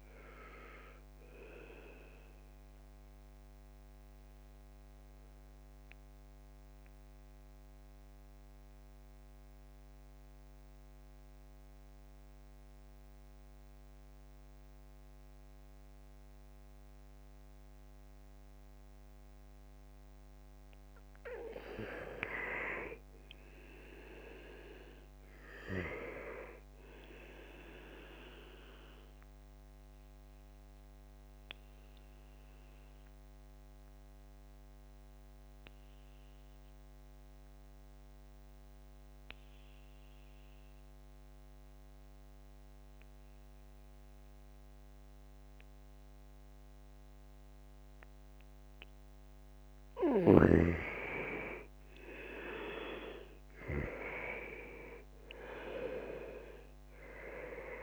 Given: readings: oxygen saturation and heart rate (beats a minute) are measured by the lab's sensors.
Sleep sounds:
breathing in sleep by a microphone on the trachea; 2
0.00-16.00 s: oxygen desaturation (device-marked, oxygen 86% lowest, heart rate 63 extreme)
1.00-20.50 s: central apnea (oxygen 97% before, 85% lowest, heart rate 70 before, 63 extreme, up 8 after)
22.50-26.00 s: arousal
29.00-49.00 s: mixed apnea (oxygen 100% before, 85% lowest, heart rate 70 before, 64 extreme, up 3 after)
30.00-43.00 s: oxygen desaturation (device-marked, oxygen 99% before, 90% lowest, heart rate 70 before, 66 extreme)
49.00-57.83 s: oxygen desaturation (device-marked, oxygen 97% before, 85% lowest, heart rate 68 before, 64 extreme)
51.00-55.00 s: arousal
From the record:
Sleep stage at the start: N2 (light sleep); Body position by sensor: on the back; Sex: male

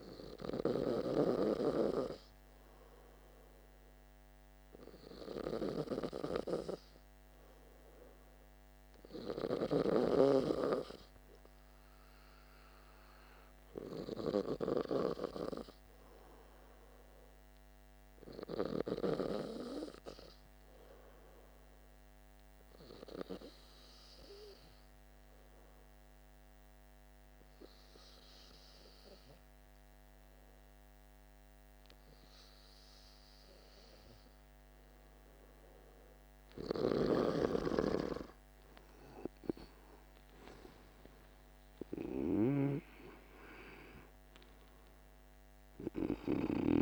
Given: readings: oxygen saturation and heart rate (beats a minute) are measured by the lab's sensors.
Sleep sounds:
breathing in sleep by a microphone on the trachea; none
42.00-46.00 s: arousal
From the record:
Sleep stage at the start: N2 (light sleep); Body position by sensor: on the back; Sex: male

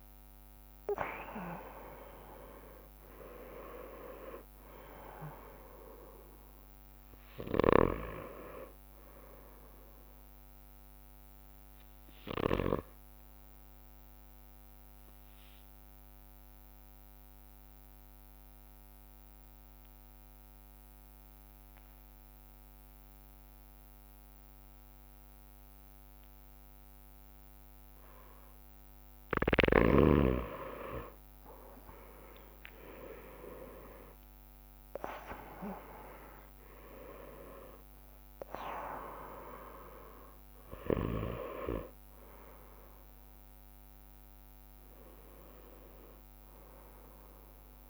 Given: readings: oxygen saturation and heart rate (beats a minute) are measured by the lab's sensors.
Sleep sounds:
breathing in sleep by a microphone on the trachea; 1
0.00-2.00 s: arousal
1.00-23.00 s: bradycardia (device-marked, heart rate 59 before, 50 extreme)
3.00-11.00 s: oxygen desaturation (device-marked, oxygen 97% before, 93% lowest, heart rate 58 before, 50 extreme)
12.50-28.50 s: obstructive apnea (oxygen 97% before, 93% lowest, heart rate 57 before, 52 extreme, up 9 after)
30.50-37.00 s: arousal
33.00-44.00 s: drop in pulse transit time (device-marked, heart rate 56 before, 57 extreme)
35.00-47.90 s: oxygen desaturation (device-marked, oxygen 99% before, 93% lowest, heart rate 57 before, 55 extreme)
38.00-47.90 s: bradycardia (device-marked, heart rate 59 before, 55 extreme)
From the record:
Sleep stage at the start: N2 (light sleep); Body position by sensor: on the right side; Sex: male

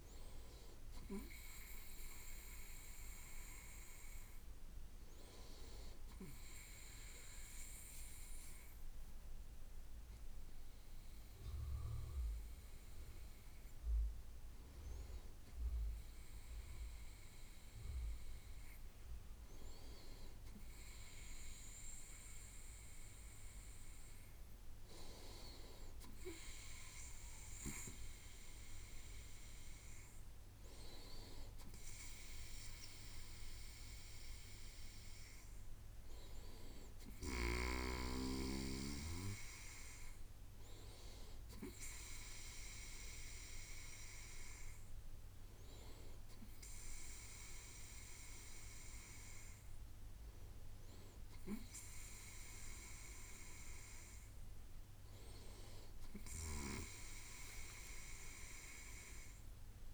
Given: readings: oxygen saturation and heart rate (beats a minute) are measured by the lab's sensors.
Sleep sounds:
breathing in sleep by a room microphone; none
none scored
From the record:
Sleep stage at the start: N2 (light sleep); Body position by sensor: on the right side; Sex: male

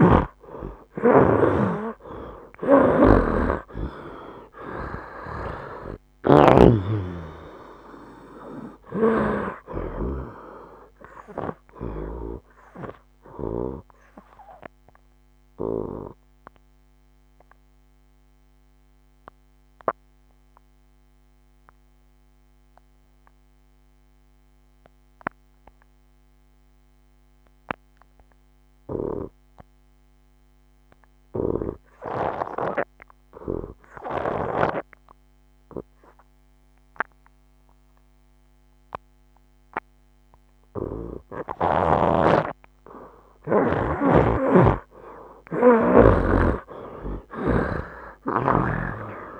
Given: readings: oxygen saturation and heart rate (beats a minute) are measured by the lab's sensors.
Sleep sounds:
breathing in sleep by a microphone on the trachea; 1
0.00-10.00 s: snoring (device-marked)
0.00-34.50 s: oxygen desaturation (device-marked, oxygen 80% lowest, heart rate 64 extreme)
3.00-8.00 s: arousal
15.00-42.50 s: obstructive apnea (oxygen 98% before, 77% lowest, heart rate 77 before, 64 extreme, up 10 after)
36.50-49.40 s: oxygen desaturation (device-marked, oxygen 97% before, 77% lowest, heart rate 68 before, 62 extreme)
44.00-49.40 s: snoring (device-marked)
46.50-49.40 s: arousal
From the record:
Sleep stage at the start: N2 (light sleep); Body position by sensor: on the right side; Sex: male

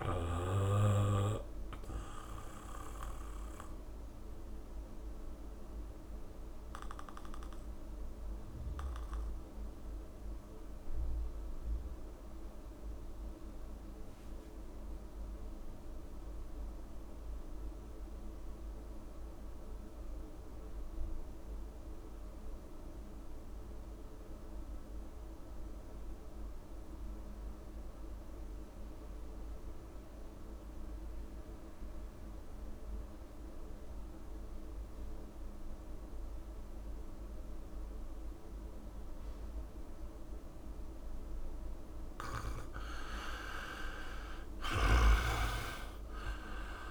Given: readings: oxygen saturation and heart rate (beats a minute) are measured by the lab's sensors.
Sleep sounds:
breathing in sleep by a room microphone; 1
0.00-16.50 s: oxygen desaturation (device-marked, oxygen 78% lowest)
1.00-41.50 s: mixed apnea (oxygen 95% before, 76% lowest)
33.50-46.91 s: oxygen desaturation (device-marked, oxygen 99% before, 76% lowest)
43.50-46.91 s: arousal
From the record:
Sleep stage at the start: REM sleep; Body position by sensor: on the back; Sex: male

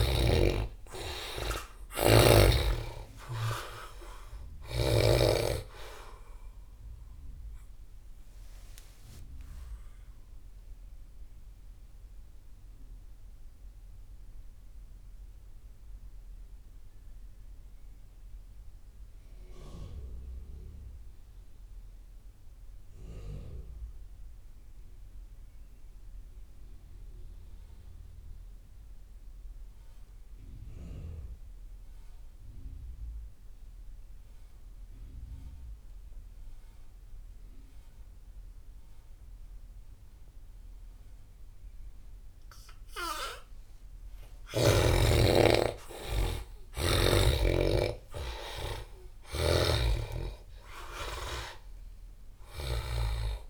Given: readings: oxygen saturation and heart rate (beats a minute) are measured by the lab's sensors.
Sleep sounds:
breathing in sleep by a room microphone; 1
0.00-1.50 s: arousal
0.00-23.00 s: oxygen desaturation (device-marked, oxygen 70% lowest)
10.00-42.00 s: mixed apnea (oxygen 96% before, 70% lowest)
40.00-53.50 s: oxygen desaturation (device-marked, oxygen 97% before, 72% lowest)
43.50-47.00 s: arousal
49.00-53.50 s: snoring (device-marked)
From the record:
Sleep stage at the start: N2 (light sleep); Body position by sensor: on the back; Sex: male

